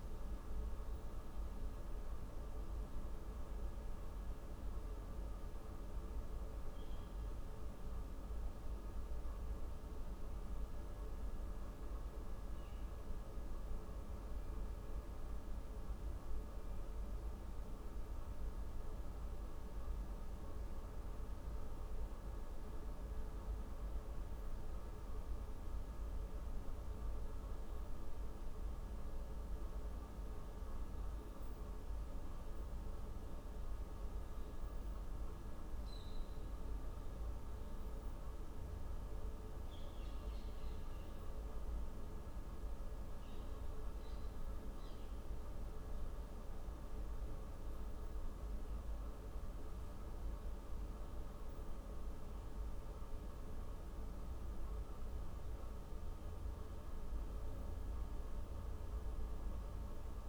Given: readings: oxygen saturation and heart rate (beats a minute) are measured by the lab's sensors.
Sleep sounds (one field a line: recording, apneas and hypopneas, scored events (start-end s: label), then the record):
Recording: breathing in sleep, hard to hear, by a room microphone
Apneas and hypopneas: 1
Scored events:
8.00-20.50 s: hypopnea (oxygen 96% before, 94% lowest, heart rate 119 before, 119 extreme, up 29 after)
26.00-30.00 s: arousal
From the record:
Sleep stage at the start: N1 (lightest sleep)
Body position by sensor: on the back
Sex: female